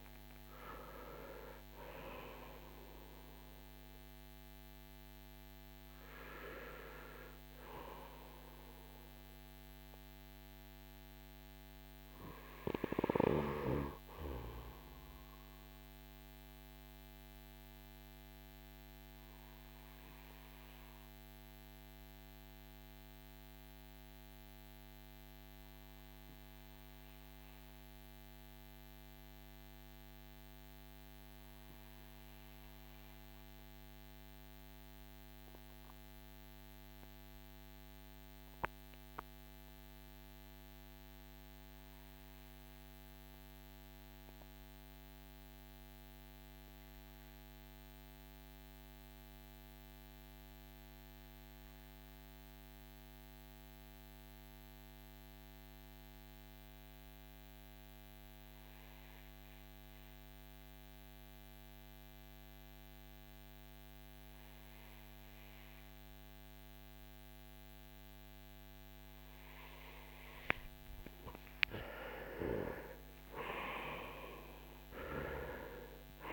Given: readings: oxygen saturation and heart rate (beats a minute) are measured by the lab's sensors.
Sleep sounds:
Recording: breathing in sleep by a microphone on the trachea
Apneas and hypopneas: 1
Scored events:
0.00-34.50 s: oxygen desaturation (device-marked, oxygen 77% lowest, heart rate 44 extreme)
14.00-70.00 s: mixed apnea (oxygen 85% before, 75% lowest, heart rate 63 before, 44 extreme, up 12 after)
45.50-76.33 s: oxygen desaturation (device-marked, oxygen 98% before, 75% lowest, heart rate 51 before, 44 extreme)
70.50-75.00 s: arousal
From the record:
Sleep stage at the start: REM sleep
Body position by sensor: on the back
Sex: male

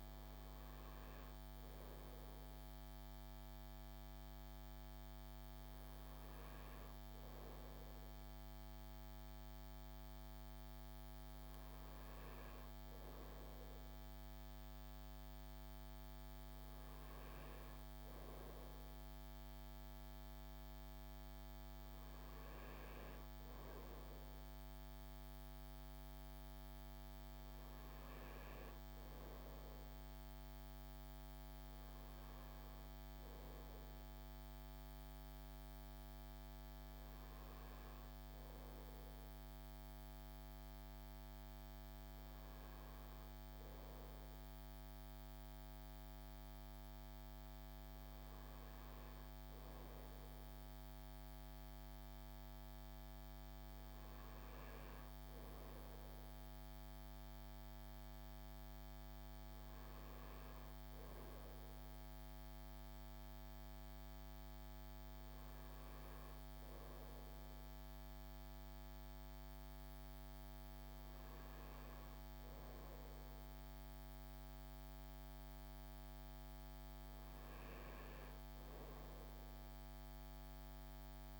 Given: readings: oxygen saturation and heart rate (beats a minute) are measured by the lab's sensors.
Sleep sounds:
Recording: breathing in sleep, hard to hear, by a microphone on the trachea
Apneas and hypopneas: none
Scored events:
none scored
From the record:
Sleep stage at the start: N2 (light sleep)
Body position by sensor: on the front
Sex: male

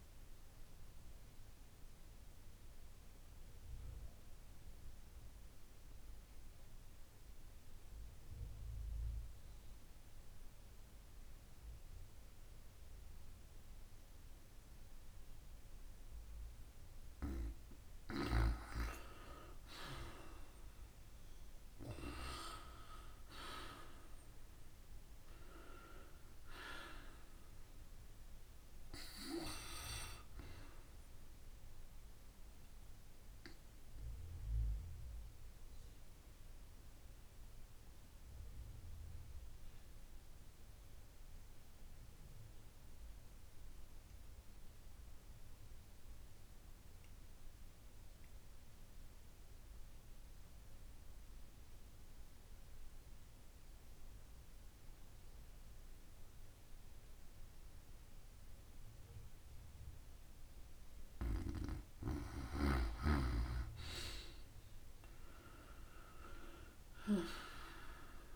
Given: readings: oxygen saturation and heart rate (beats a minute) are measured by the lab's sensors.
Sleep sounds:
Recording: breathing in sleep by a room microphone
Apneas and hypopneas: 2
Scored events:
0.00-20.00 s: oxygen desaturation (device-marked, oxygen 85% lowest, heart rate 28 extreme)
1.00-16.50 s: obstructive apnea (oxygen 97% before, 85% lowest, heart rate 52 before, 28 extreme, up 14 after)
21.00-25.50 s: arousal
33.00-60.00 s: obstructive apnea (oxygen 97% before, 86% lowest, heart rate 54 before, 50 extreme, up 11 after)
48.00-65.00 s: oxygen desaturation (device-marked, oxygen 94% before, 86% lowest, heart rate 47 before, 50 extreme)
65.00-68.36 s: arousal
From the record:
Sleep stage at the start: N2 (light sleep)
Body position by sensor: on the back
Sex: female

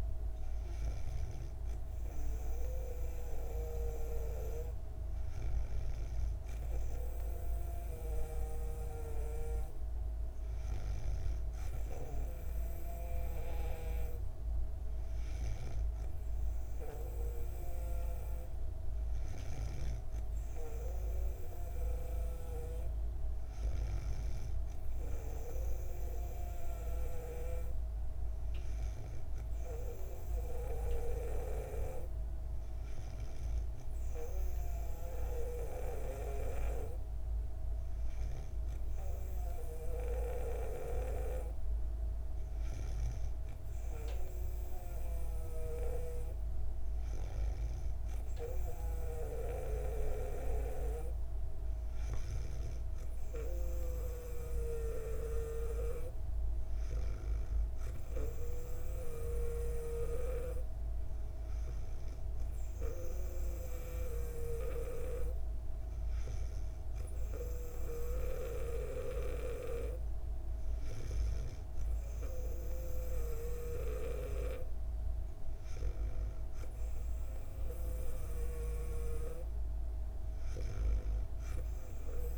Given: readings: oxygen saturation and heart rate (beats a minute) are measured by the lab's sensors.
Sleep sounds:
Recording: breathing in sleep by a room microphone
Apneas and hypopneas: none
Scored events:
19.00-24.00 s: snoring (device-marked)
58.50-68.00 s: snoring (device-marked)
78.00-82.38 s: snoring (device-marked)
From the record:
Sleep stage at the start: N2 (light sleep)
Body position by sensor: on the back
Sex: female

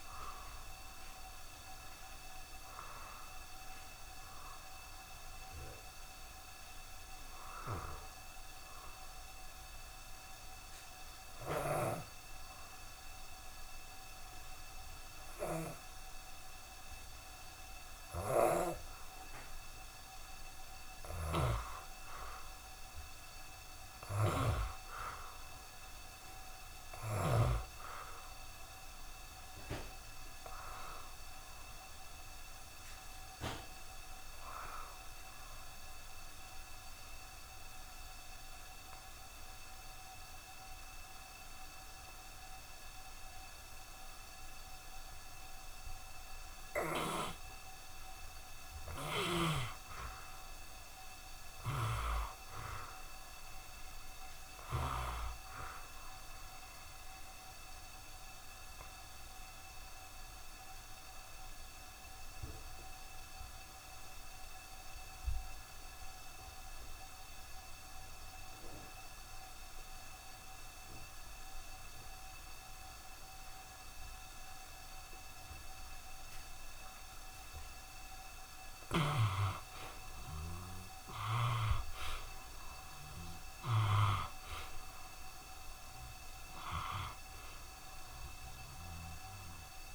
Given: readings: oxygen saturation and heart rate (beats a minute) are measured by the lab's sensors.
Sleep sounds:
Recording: breathing in sleep by a room microphone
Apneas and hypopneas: 3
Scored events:
0.00-10.50 s: oxygen desaturation (device-marked, oxygen 54% lowest, heart rate 76 extreme)
2.00-19.50 s: obstructive apnea (oxygen 91% before, 54% lowest, heart rate 80 before, 76 extreme, up 3 after)
21.00-27.50 s: snoring (device-marked)
21.50-25.50 s: arousal
25.50-39.50 s: oxygen desaturation (device-marked, oxygen 83% before, 70% lowest, heart rate 78 before, 76 extreme)
31.50-47.50 s: obstructive apnea (oxygen 87% before, 68% lowest, heart rate 78 before, 76 extreme, up 3 after)
50.00-54.00 s: arousal
52.50-69.50 s: oxygen desaturation (device-marked, oxygen 83% before, 69% lowest, heart rate 77 before, 76 extreme)
58.00-78.00 s: obstructive apnea (oxygen 83% before, 68% lowest, heart rate 78 before, 75 extreme, up 4 after)
71.50-89.95 s: oxygen desaturation (device-marked, oxygen 87% before, 68% lowest, heart rate 78 before, 75 extreme)
79.50-83.50 s: arousal
From the record:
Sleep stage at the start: N2 (light sleep)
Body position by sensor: on the back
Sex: male

